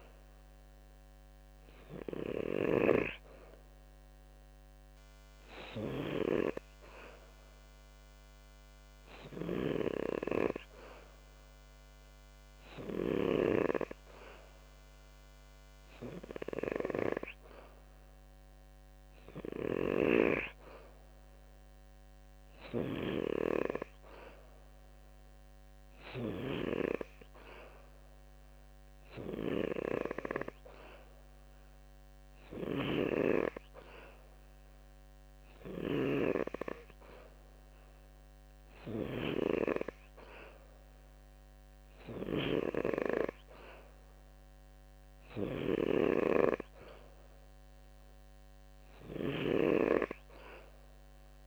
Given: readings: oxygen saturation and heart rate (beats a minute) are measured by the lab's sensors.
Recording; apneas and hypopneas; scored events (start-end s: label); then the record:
breathing in sleep by a microphone on the trachea; none
2.00-13.00 s: snoring (device-marked)
19.00-51.47 s: snoring (device-marked)
From the record:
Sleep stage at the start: N2 (light sleep); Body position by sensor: on the back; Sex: male